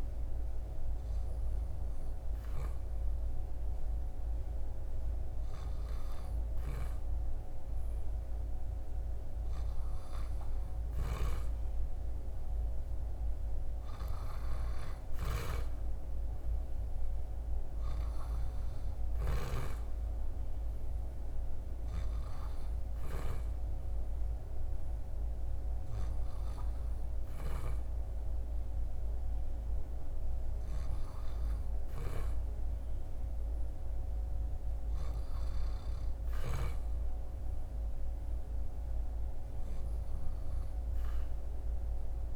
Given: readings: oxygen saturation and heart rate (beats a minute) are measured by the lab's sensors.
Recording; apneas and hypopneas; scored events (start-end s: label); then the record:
breathing in sleep, hard to hear, by a room microphone; none
1.50-42.36 s: new sleep stage, REM sleep
From the record:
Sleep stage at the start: N2 (light sleep); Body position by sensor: on the back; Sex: male